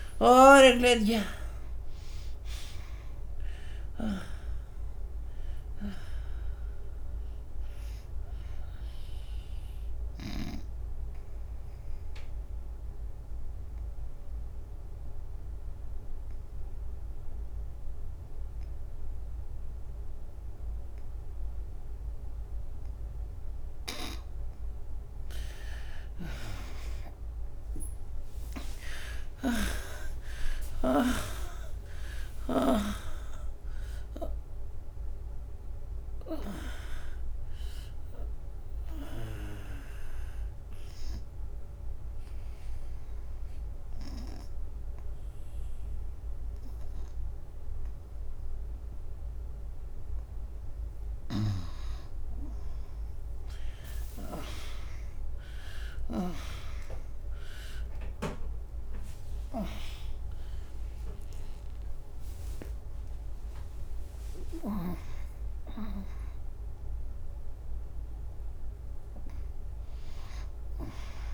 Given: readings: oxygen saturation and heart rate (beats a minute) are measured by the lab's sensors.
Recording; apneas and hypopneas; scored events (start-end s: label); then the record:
breathing in sleep by a room microphone; 2
0.00-19.00 s: oxygen desaturation (device-marked, oxygen 71% lowest, heart rate 72 extreme)
10.50-24.50 s: obstructive apnea (oxygen 98% before, 76% lowest, heart rate 105 before, 72 extreme, up 16 after)
26.00-47.00 s: oxygen desaturation (device-marked, oxygen 99% before, 77% lowest, heart rate 88 before, 71 extreme)
27.00-32.00 s: arousal
41.50-51.50 s: obstructive apnea (oxygen 99% before, 75% lowest, heart rate 88 before, 71 extreme, up 18 after)
54.50-59.00 s: arousal
58.00-69.00 s: oxygen desaturation (device-marked, oxygen 98% before, 87% lowest, heart rate 83 before, 75 extreme)
From the record:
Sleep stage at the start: N2 (light sleep); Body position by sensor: on the right side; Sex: female